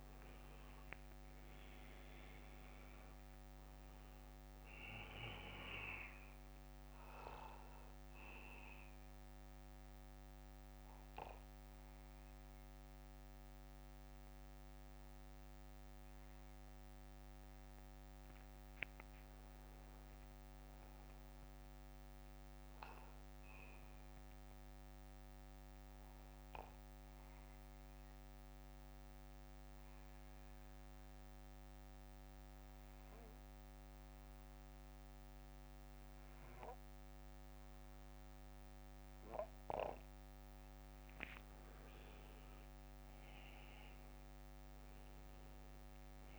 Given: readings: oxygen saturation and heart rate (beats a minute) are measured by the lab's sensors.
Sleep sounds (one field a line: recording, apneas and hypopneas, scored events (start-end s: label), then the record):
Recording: breathing in sleep by a microphone on the trachea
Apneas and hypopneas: 2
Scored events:
0.00-33.50 s: oxygen desaturation (device-marked, oxygen 91% lowest, heart rate 50 extreme)
6.50-17.50 s: bradycardia (device-marked, heart rate 60 before, 50 extreme)
9.50-19.50 s: mixed apnea (oxygen 99% before, 91% lowest, heart rate 66 before, 56 extreme, up 20 after)
20.50-23.00 s: arousal
25.50-35.50 s: bradycardia (device-marked, heart rate 60 before, 56 extreme)
26.00-41.50 s: obstructive apnea (oxygen 97% before, 91% lowest, heart rate 60 before, 56 extreme, up 15 after)
44.00-46.39 s: arousal
From the record:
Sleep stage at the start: N2 (light sleep)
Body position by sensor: on the back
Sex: male